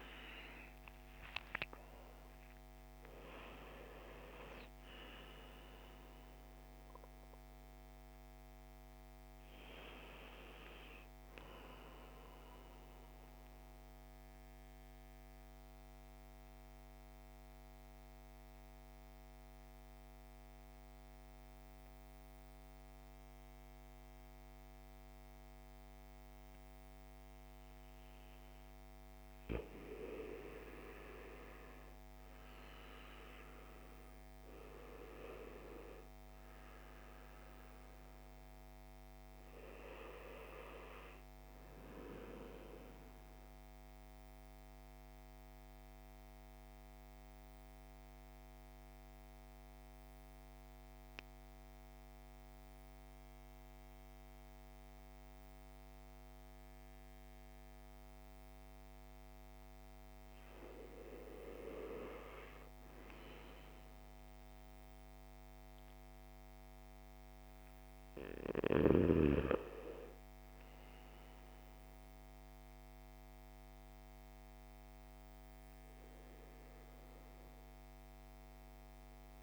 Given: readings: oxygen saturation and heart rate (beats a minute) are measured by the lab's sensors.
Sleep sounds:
breathing in sleep by a microphone on the trachea; 2
4.00-15.00 s: oxygen desaturation (device-marked, oxygen 96% before, 91% lowest, heart rate 85 before, 51 extreme)
10.00-70.00 s: new sleep stage, N2 (light sleep)
11.50-28.50 s: central apnea (oxygen 98% before, 90% lowest, heart rate 115 before, 49 extreme, up 12 after)
30.00-34.50 s: arousal
33.00-55.00 s: oxygen desaturation (device-marked, oxygen 99% before, 90% lowest, heart rate 57 before, 48 extreme)
43.50-58.50 s: obstructive apnea (oxygen 99% before, 90% lowest, heart rate 57 before, 48 extreme, up 7 after)
60.50-64.50 s: arousal
70.00-79.42 s: new sleep stage, REM sleep
71.00-79.42 s: oxygen desaturation (device-marked, oxygen 99% before, 93% lowest, heart rate 53 before, 53 extreme)
From the record:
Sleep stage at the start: N1 (lightest sleep); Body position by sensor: on the back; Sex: male

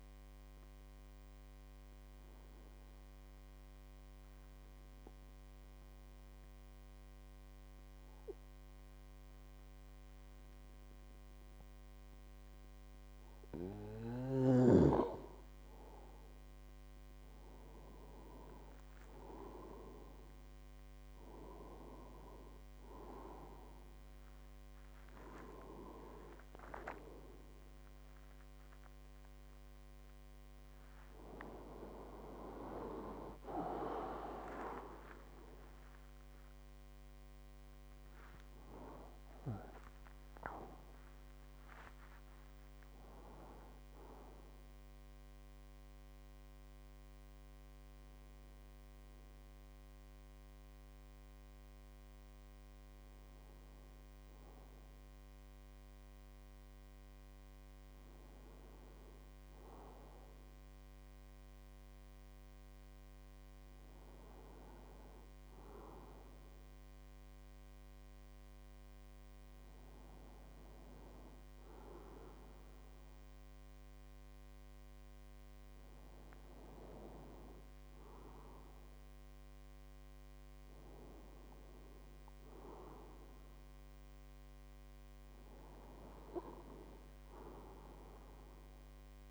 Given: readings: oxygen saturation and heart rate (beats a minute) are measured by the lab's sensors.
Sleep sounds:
a person partly awake in a sleep study, by a microphone on the trachea; 2
0.50-13.00 s: obstructive apnea (oxygen 97% before, 94% lowest, heart rate 54 before, 51 extreme, up 7 after)
21.00-51.00 s: new sleep stage, awake
51.00-89.31 s: new sleep stage, N2 (light sleep)
66.50-78.00 s: obstructive apnea (oxygen 99% before, 95% lowest, heart rate 57 before, 51 extreme, up 6 after)
80.50-83.00 s: arousal
From the record:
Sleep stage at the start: N2 (light sleep); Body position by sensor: on the right side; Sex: male

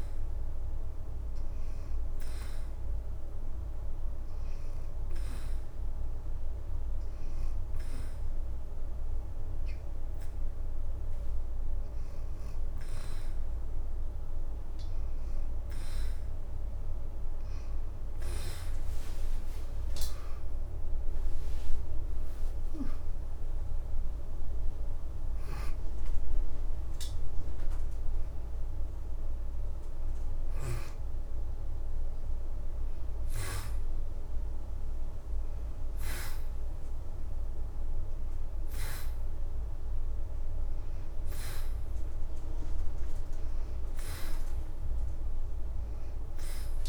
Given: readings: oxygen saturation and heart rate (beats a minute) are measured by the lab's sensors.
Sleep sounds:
breathing in sleep, hard to hear, by a room microphone; 1
0.00-2.50 s: oxygen desaturation (device-marked, oxygen 87% lowest, heart rate 83 extreme)
5.50-15.50 s: hypopnea (oxygen 91% before, 85% lowest, heart rate 84 before, 81 extreme, up 16 after)
19.00-20.50 s: leg movement (device-marked)
19.50-23.50 s: arousal
21.50-38.50 s: oxygen desaturation (device-marked, oxygen 89% before, 85% lowest, heart rate 85 before, 81 extreme)
From the record:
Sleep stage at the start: N2 (light sleep); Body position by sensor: on the back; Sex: female

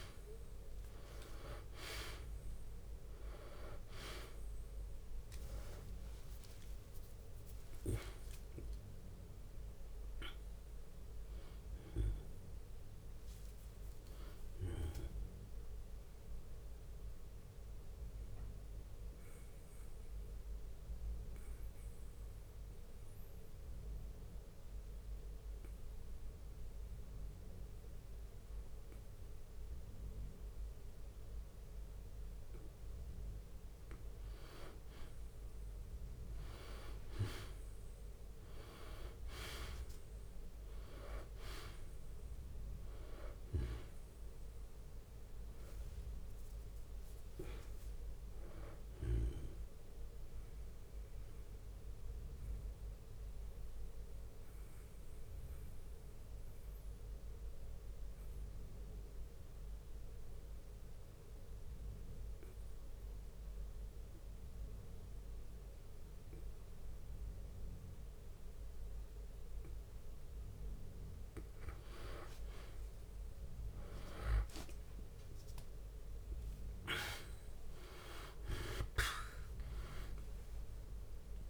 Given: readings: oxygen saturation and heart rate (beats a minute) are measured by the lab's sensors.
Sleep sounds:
breathing in sleep by a room microphone; 2
0.00-1.00 s: bradycardia (device-marked, heart rate 53 extreme)
0.00-2.00 s: arousal
0.00-12.00 s: drop in pulse transit time (device-marked, heart rate 53 extreme)
3.00-13.00 s: oxygen desaturation (device-marked, oxygen 97% before, 92% lowest, heart rate 56 before, 53 extreme)
5.00-7.00 s: long interval between heartbeats (device-marked, heart rate 56 before, 76 extreme)
10.00-12.00 s: long interval between heartbeats (device-marked, heart rate 62 before, 75 extreme)
13.00-19.00 s: bradycardia (device-marked, heart rate 59 before, 56 extreme)
15.50-33.50 s: obstructive apnea (oxygen 98% before, 90% lowest, heart rate 66 before, 53 extreme, up 8 after)
22.00-38.00 s: bradycardia (device-marked, heart rate 59 before, 53 extreme)
24.00-30.00 s: oxygen desaturation (device-marked, oxygen 95% before, 90% lowest, heart rate 67 before, 53 extreme)
36.00-52.00 s: drop in pulse transit time (device-marked, heart rate 56 before, 53 extreme)
38.50-40.50 s: long interval between heartbeats (device-marked, heart rate 56 before, 57 extreme)
41.00-46.00 s: arousal
41.00-65.00 s: oxygen desaturation (device-marked, oxygen 98% before, 91% lowest, heart rate 56 before, 55 extreme)
45.50-47.50 s: long interval between heartbeats (device-marked, heart rate 57 before, 77 extreme)
50.50-71.50 s: mixed apnea (oxygen 98% before, 90% lowest, heart rate 68 before, 52 extreme, up 9 after)
52.00-74.00 s: bradycardia (device-marked, heart rate 59 before, 55 extreme)
72.50-78.00 s: arousal
73.00-81.50 s: drop in pulse transit time (device-marked, heart rate 56 before, 57 extreme)
73.00-81.50 s: oxygen desaturation (device-marked, oxygen 98% before, 90% lowest, heart rate 56 before, 44 extreme)
From the record:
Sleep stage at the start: N2 (light sleep); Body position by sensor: on the back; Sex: male

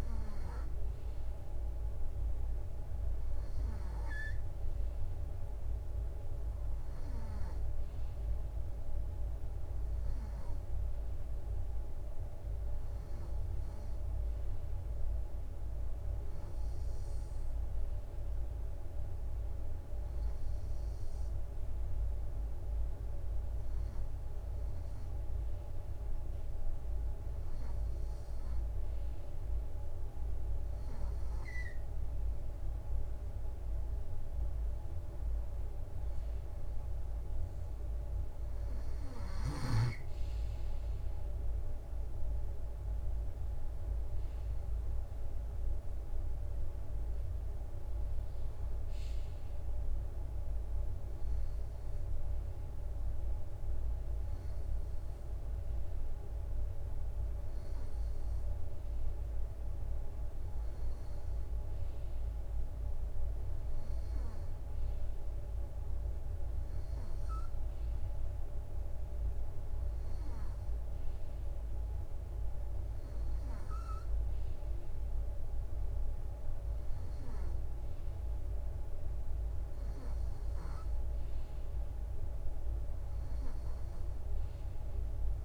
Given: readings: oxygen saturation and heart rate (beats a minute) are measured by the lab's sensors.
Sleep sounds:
breathing in sleep, hard to hear, by a room microphone; none
39.00-51.00 s: drop in pulse transit time (device-marked, heart rate 66 before, 65 extreme)
From the record:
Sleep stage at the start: N2 (light sleep); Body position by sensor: on the right side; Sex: male

